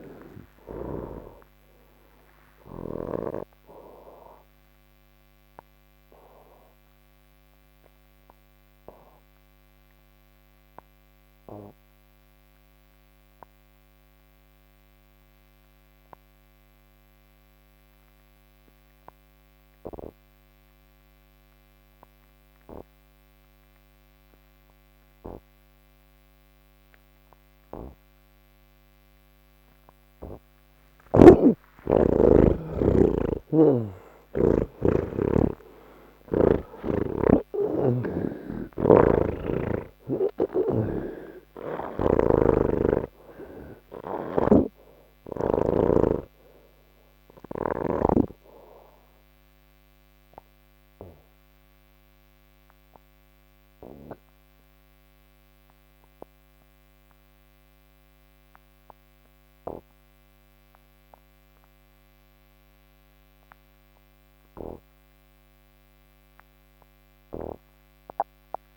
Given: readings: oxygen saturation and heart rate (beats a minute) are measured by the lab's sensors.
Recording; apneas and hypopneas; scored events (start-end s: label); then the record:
breathing in sleep by a microphone on the trachea; none
0.50-35.50 s: oxygen desaturation (device-marked, oxygen 83% before, 66% lowest, heart rate 77 before, 54 extreme)
33.00-36.50 s: snoring (device-marked)
38.50-42.00 s: snoring (device-marked)
43.50-62.50 s: oxygen desaturation (device-marked, oxygen 71% before, 65% lowest, heart rate 85 before, 56 extreme)
44.00-47.50 s: snoring (device-marked)
From the record:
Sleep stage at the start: N2 (light sleep); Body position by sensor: on the back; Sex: male